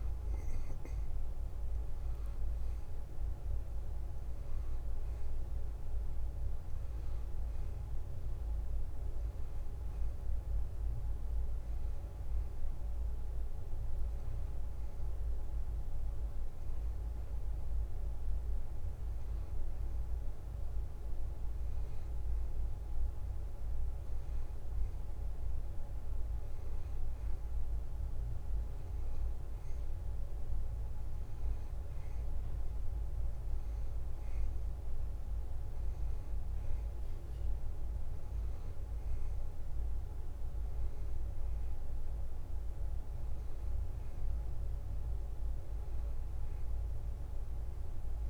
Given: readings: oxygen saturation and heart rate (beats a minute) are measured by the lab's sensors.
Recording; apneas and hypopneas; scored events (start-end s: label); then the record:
breathing in sleep, hard to hear, by a room microphone; none
none scored
From the record:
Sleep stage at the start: N2 (light sleep); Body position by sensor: on the back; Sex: male